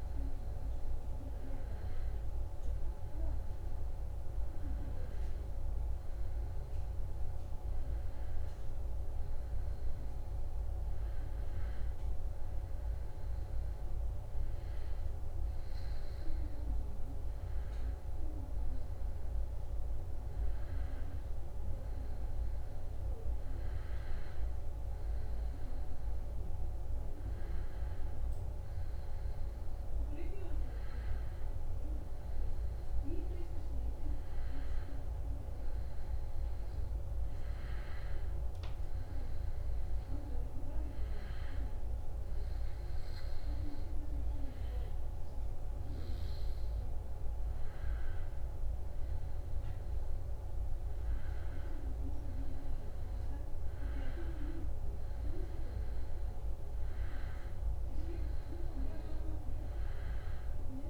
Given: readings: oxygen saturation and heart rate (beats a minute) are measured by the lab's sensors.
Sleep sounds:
a person awake in a sleep study, hard to hear, by a room microphone; none
none scored
From the record:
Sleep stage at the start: awake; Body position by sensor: on the back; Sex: male

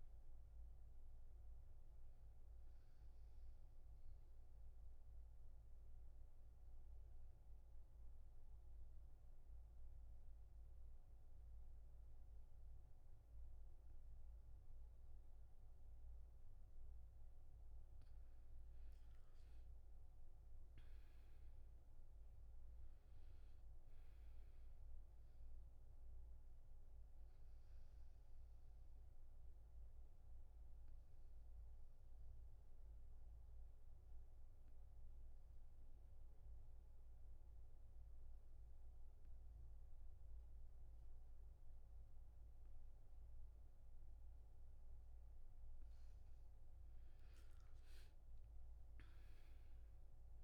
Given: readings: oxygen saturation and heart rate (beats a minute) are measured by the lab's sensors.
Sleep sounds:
breathing in sleep, hard to hear, by a room microphone; 2
0.00-10.50 s: oxygen desaturation (device-marked, oxygen 86% lowest, heart rate 71 extreme)
1.50-16.50 s: obstructive apnea (oxygen 100% before, 84% lowest, heart rate 80 before, 71 extreme, up 13 after)
19.00-22.00 s: arousal
23.50-37.50 s: oxygen desaturation (device-marked, oxygen 99% before, 90% lowest, heart rate 76 before, 72 extreme)
27.00-45.50 s: obstructive apnea (oxygen 99% before, 82% lowest, heart rate 77 before, 71 extreme, up 10 after)
45.50-50.43 s: oxygen desaturation (device-marked, oxygen 98% before, 84% lowest, heart rate 75 before, 70 extreme)
47.50-50.43 s: arousal
From the record:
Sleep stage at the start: N2 (light sleep); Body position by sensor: on the back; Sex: male

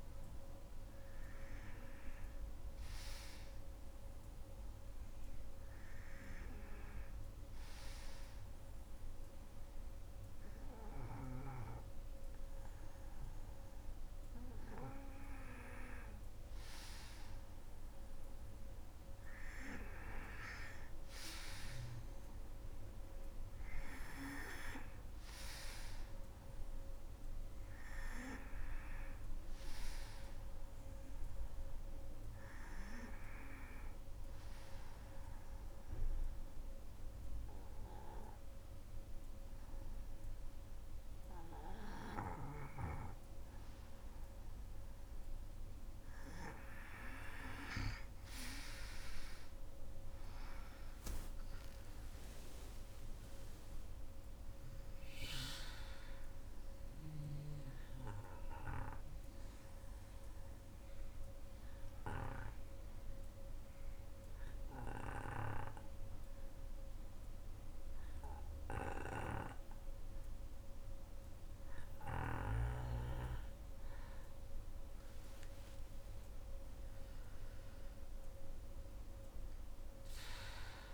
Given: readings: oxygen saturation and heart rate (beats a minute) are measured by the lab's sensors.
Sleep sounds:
breathing in sleep by a room microphone; 3
3.50-16.00 s: hypopnea (oxygen 97% before, 88% lowest, heart rate 65 before, 61 extreme, up 9 after)
15.50-37.50 s: oxygen desaturation (device-marked, oxygen 97% before, 91% lowest, heart rate 63 before, 64 extreme)
19.00-23.50 s: arousal
32.50-45.00 s: obstructive apnea (oxygen 97% before, 88% lowest, heart rate 67 before, 63 extreme, up 10 after)
49.00-53.00 s: arousal
49.50-68.50 s: oxygen desaturation (device-marked, oxygen 95% before, 88% lowest, heart rate 66 before, 62 extreme)
58.50-72.00 s: obstructive apnea (oxygen 95% before, 88% lowest, heart rate 69 before, 62 extreme, up 10 after)
73.50-80.94 s: oxygen desaturation (device-marked, oxygen 98% before, 91% lowest, heart rate 67 before, 59 extreme)
74.00-78.00 s: arousal
From the record:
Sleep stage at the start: N2 (light sleep); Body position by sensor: on the back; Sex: female

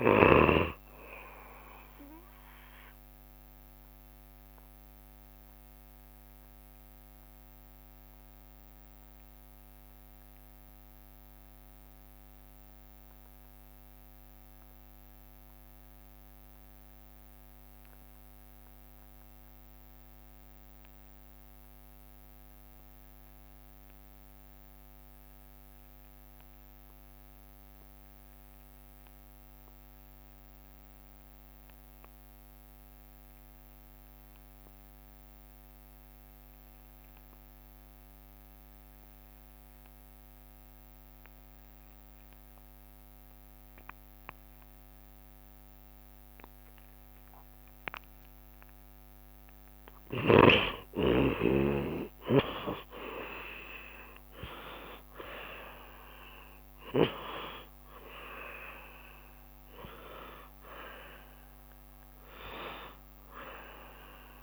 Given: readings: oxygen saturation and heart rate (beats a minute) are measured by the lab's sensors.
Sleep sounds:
breathing in sleep by a microphone on the trachea; 1
0.00-19.00 s: oxygen desaturation (device-marked, oxygen 70% lowest, heart rate 66 extreme)
3.50-49.50 s: obstructive apnea (oxygen 82% before, 69% lowest, heart rate 75 before, 66 extreme, up 3 after)
29.00-64.43 s: oxygen desaturation (device-marked, oxygen 93% before, 69% lowest, heart rate 68 before, 68 extreme)
53.50-59.00 s: arousal
From the record:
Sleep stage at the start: N2 (light sleep); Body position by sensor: on the back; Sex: male

